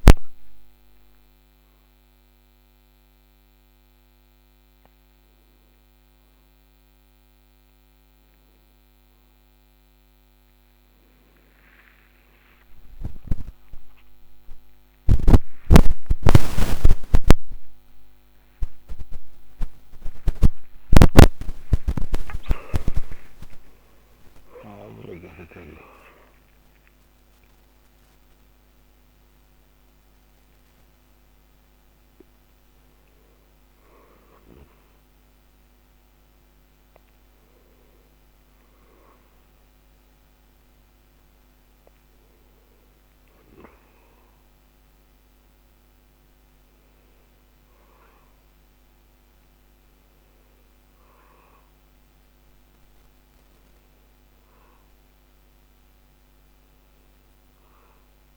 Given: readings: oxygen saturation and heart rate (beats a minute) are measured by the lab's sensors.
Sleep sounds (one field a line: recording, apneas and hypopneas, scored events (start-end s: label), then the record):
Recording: breathing in sleep by a microphone on the trachea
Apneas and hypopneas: none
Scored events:
12.00-19.00 s: arousal
16.00-18.00 s: long interval between heartbeats (device-marked, heart rate 89 before, 100 extreme)
From the record:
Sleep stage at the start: N1 (lightest sleep)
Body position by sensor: on the back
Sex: male